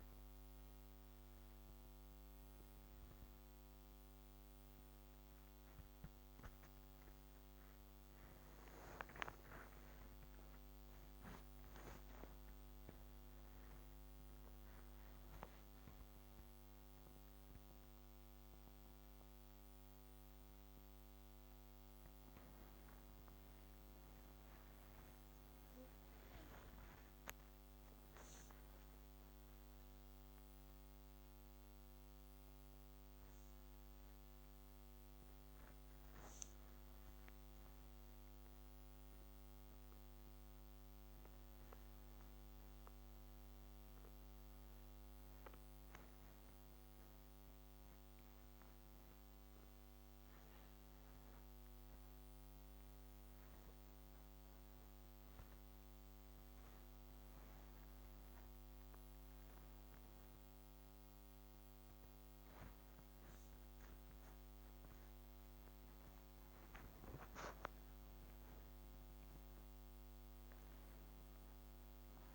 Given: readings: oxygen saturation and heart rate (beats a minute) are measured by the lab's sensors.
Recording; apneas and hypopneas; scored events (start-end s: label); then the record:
a person awake in a sleep study, hard to hear, by a microphone on the trachea; none
none scored
From the record:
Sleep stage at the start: awake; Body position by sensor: on the back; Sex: female